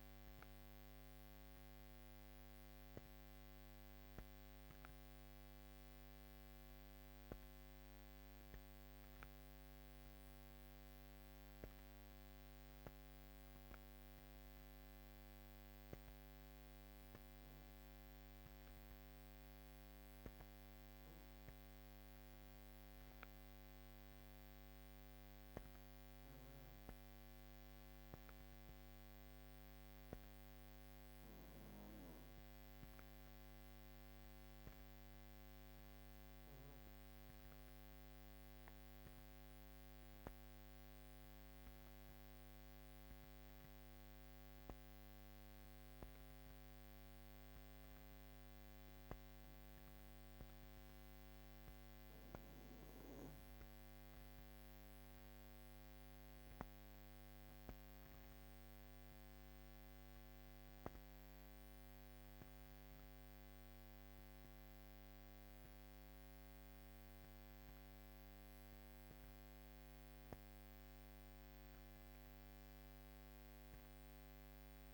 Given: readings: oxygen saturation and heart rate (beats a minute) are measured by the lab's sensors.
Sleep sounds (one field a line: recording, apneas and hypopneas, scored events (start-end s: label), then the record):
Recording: breathing in sleep, hard to hear, by a microphone on the trachea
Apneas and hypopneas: none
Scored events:
6.00-74.93 s: new sleep stage, N2 (light sleep)
From the record:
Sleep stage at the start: N1 (lightest sleep)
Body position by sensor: on the back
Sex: female